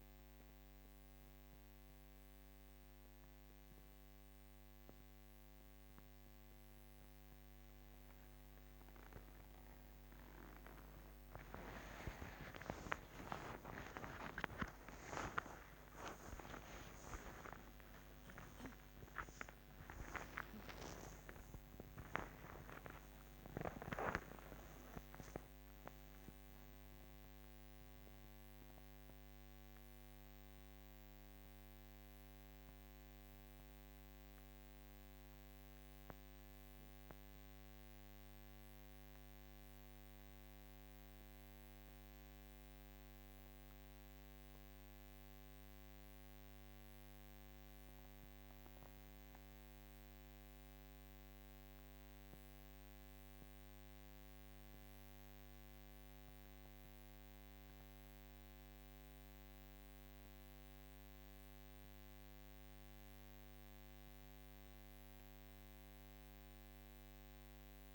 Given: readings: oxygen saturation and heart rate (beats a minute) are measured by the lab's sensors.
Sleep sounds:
a person partly awake in a sleep study, by a microphone on the trachea; none
28.00-67.95 s: new sleep stage, N2 (light sleep)
From the record:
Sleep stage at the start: awake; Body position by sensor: on the right side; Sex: female

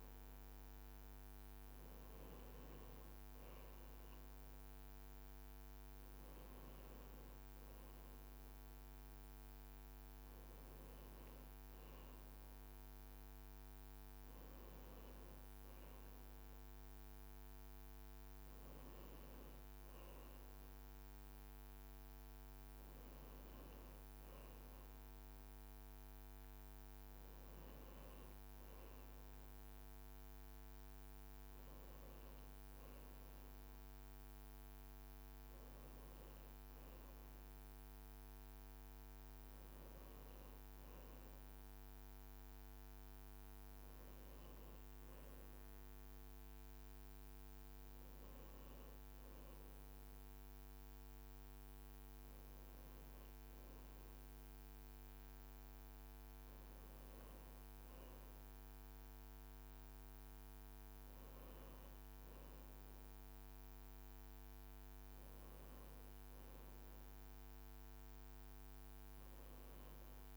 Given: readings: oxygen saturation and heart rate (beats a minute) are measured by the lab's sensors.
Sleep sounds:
breathing in sleep, hard to hear, by a microphone on the trachea; none
7.00-67.00 s: new sleep stage, N1 (lightest sleep)
67.00-70.37 s: new sleep stage, N2 (light sleep)
From the record:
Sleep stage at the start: N2 (light sleep); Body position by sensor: on the back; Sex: male

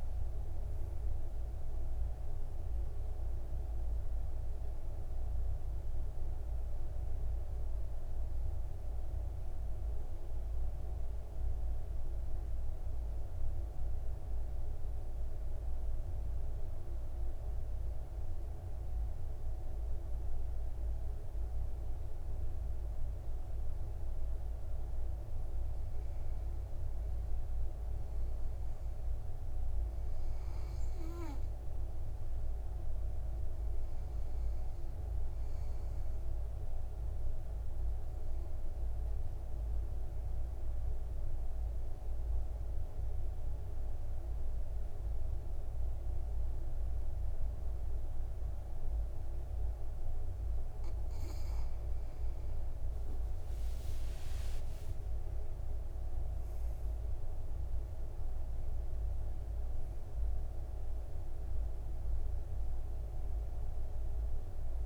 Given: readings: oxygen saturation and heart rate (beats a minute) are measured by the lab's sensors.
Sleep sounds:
breathing in sleep, hard to hear, by a room microphone; 2
2.00-17.00 s: oxygen desaturation (device-marked, oxygen 98% before, 94% lowest, heart rate 63 before, 53 extreme)
10.50-25.00 s: obstructive apnea (oxygen 98% before, 91% lowest, heart rate 65 before, 53 extreme, up 7 after)
26.50-30.00 s: arousal
32.00-47.00 s: oxygen desaturation (device-marked, oxygen 98% before, 93% lowest, heart rate 56 before, 53 extreme)
39.00-51.00 s: obstructive apnea (oxygen 99% before, 91% lowest, heart rate 58 before, 52 extreme, up 25 after)
52.50-56.00 s: arousal
55.00-57.00 s: long interval between heartbeats (device-marked, heart rate 57 before, 74 extreme)
60.00-64.86 s: oxygen desaturation (device-marked, oxygen 97% before, 91% lowest, heart rate 62 before, 52 extreme)
From the record:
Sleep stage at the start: N2 (light sleep); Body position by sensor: on the back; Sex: male

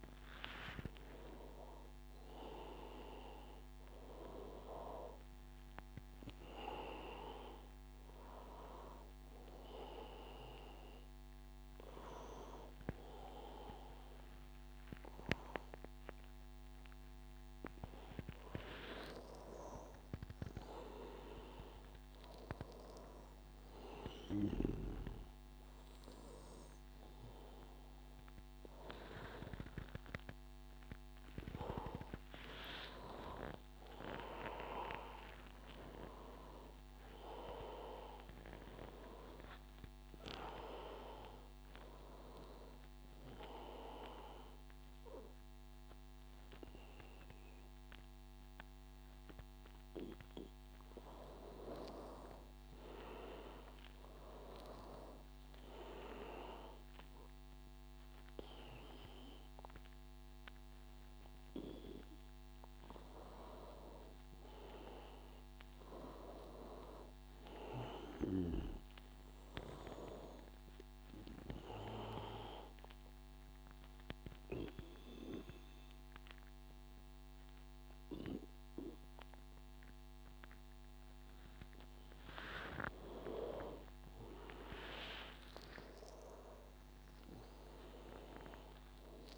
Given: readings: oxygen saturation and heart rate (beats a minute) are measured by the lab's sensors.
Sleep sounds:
a person partly awake in a sleep study, by a microphone on the trachea; 1
41.50-89.38 s: new sleep stage, N2 (light sleep)
56.50-69.50 s: oxygen desaturation (device-marked, oxygen 96% before, 91% lowest, heart rate 94 before, 80 extreme)
72.50-83.00 s: obstructive apnea (oxygen 97% before, 91% lowest, heart rate 87 before, 84 extreme, up 8 after)
From the record:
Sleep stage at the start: awake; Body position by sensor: on the back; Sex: male

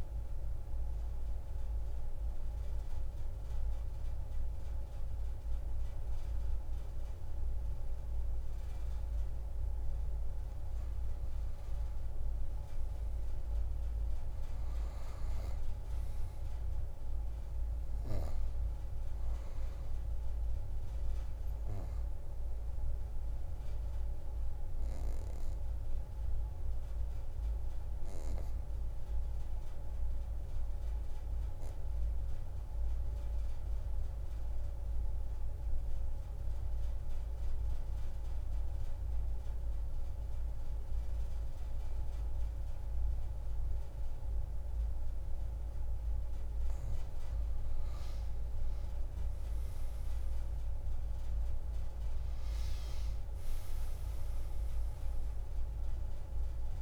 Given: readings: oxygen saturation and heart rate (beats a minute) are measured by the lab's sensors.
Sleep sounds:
breathing in sleep, hard to hear, by a room microphone; 1
9.00-13.00 s: arousal
14.50-24.50 s: oxygen desaturation (device-marked, oxygen 97% before, 92% lowest, heart rate 49 before, 27 extreme)
31.00-46.00 s: obstructive apnea (oxygen 97% before, 85% lowest)
41.50-56.82 s: oxygen desaturation (device-marked, oxygen 96% before, 85% lowest)
48.00-52.50 s: arousal
From the record:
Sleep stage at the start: N2 (light sleep); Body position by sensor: on the back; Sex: female

